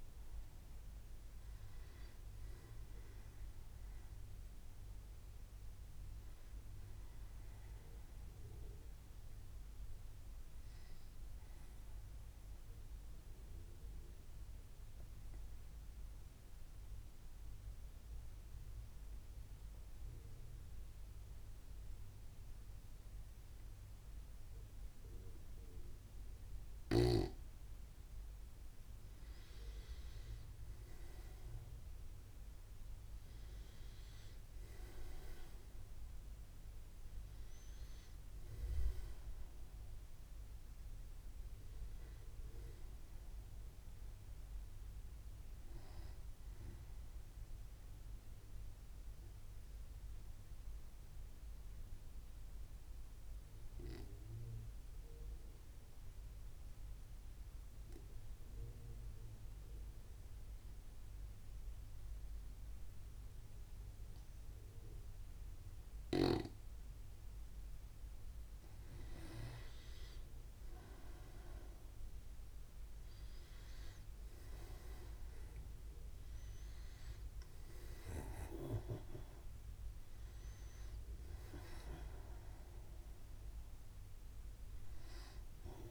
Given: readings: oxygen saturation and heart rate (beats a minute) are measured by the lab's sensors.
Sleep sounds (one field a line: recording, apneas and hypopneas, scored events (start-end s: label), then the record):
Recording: breathing in sleep by a room microphone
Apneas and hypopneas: 2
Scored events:
13.50-27.50 s: obstructive apnea (oxygen 96% before, 94% lowest, heart rate 64 before, 63 extreme, up 1 after)
29.50-34.00 s: arousal
49.50-68.00 s: obstructive apnea (oxygen 99% before, 95% lowest, heart rate 64 before, 62 extreme, up 2 after)
68.50-73.50 s: arousal
From the record:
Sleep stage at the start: N2 (light sleep)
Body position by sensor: on the right side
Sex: male